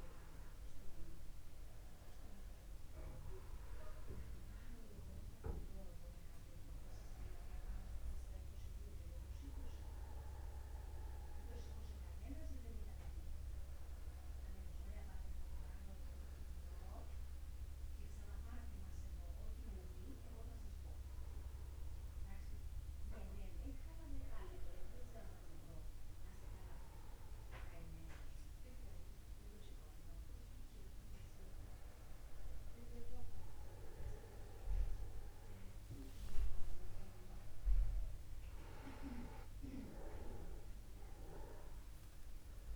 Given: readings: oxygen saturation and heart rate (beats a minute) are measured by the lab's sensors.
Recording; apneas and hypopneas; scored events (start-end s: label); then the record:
breathing in sleep by a room microphone; none
37.50-42.00 s: arousal
From the record:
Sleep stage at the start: N1 (lightest sleep); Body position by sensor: upright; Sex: male